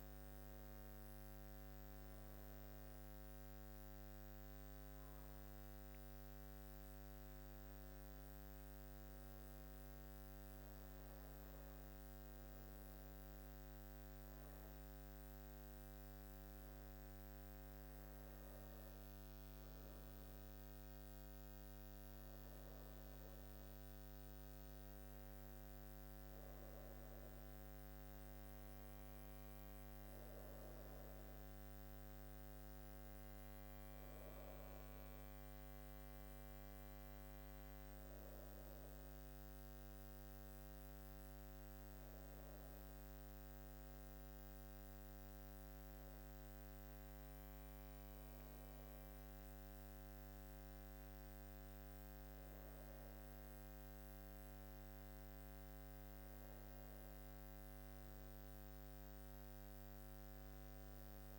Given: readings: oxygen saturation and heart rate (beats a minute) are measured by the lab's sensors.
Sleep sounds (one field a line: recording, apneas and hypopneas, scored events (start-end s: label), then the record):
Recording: breathing in sleep, hard to hear, by a microphone on the trachea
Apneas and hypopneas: none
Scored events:
31.50-37.00 s: arousal
44.00-61.39 s: new sleep stage, N1 (lightest sleep)
From the record:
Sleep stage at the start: N2 (light sleep)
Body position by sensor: on the back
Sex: female